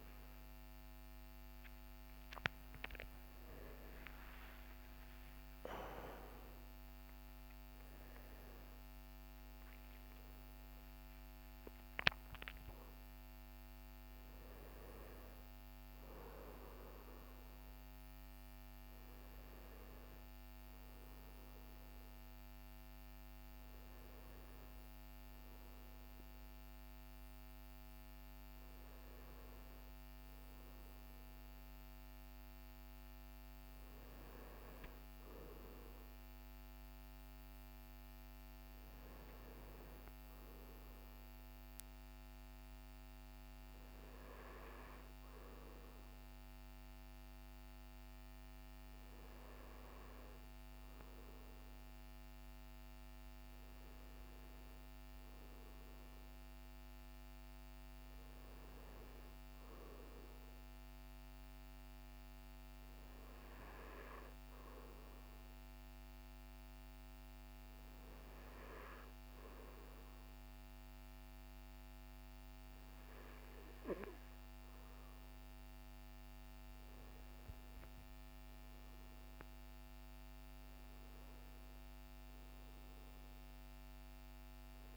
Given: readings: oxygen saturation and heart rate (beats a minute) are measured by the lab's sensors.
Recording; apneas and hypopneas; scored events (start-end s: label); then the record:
a person partly awake in a sleep study, hard to hear, by a microphone on the trachea; none
9.00-39.00 s: new sleep stage, N1 (lightest sleep)
39.00-84.97 s: new sleep stage, N2 (light sleep)
From the record:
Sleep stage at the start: awake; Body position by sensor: on the right side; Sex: male